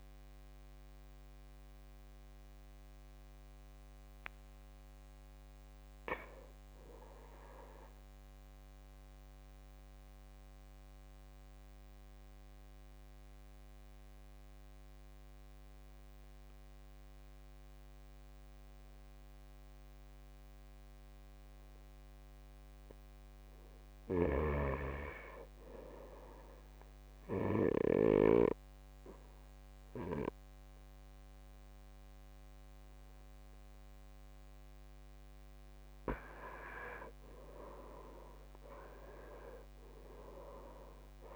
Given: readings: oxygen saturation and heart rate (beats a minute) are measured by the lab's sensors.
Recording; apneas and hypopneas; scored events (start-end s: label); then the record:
breathing in sleep by a microphone on the trachea; 1
0.00-5.50 s: oxygen desaturation (device-marked, oxygen 84% lowest, heart rate 55 extreme)
7.50-22.00 s: obstructive apnea (oxygen 98% before, 84% lowest, heart rate 63 before, 59 extreme, up 6 after)
19.50-41.36 s: oxygen desaturation (device-marked, oxygen 98% before, 84% lowest, heart rate 58 before, 54 extreme)
36.50-41.00 s: arousal
From the record:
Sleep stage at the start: N2 (light sleep); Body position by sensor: on the right side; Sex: male